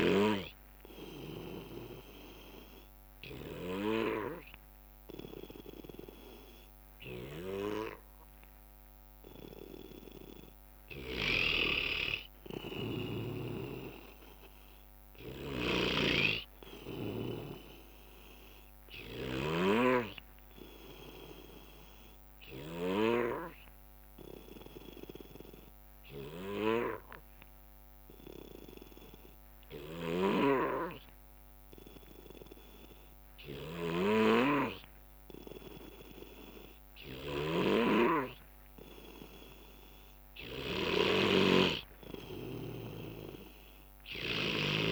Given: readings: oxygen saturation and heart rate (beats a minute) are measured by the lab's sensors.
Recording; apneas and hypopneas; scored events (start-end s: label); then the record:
breathing in sleep by a microphone on the trachea; 2
0.00-10.50 s: oxygen desaturation (device-marked, oxygen 93% lowest, heart rate 59 extreme)
0.50-11.00 s: obstructive apnea (oxygen 98% before, 90% lowest, heart rate 64 before, 59 extreme, up 8 after)
9.50-21.50 s: drop in pulse transit time (device-marked, heart rate 63 before, 61 extreme)
11.00-19.50 s: snoring (device-marked)
12.50-17.50 s: arousal
17.50-29.50 s: oxygen desaturation (device-marked, oxygen 96% before, 93% lowest, heart rate 63 before, 61 extreme)
21.50-40.00 s: obstructive apnea (oxygen 96% before, 90% lowest, heart rate 63 before, 61 extreme, up 6 after)
29.50-44.50 s: snoring (device-marked)
38.50-44.92 s: oxygen desaturation (device-marked, oxygen 96% before, 91% lowest, heart rate 64 before, 64 extreme)
42.50-44.92 s: arousal
From the record:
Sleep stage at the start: N2 (light sleep); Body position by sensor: on the back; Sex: male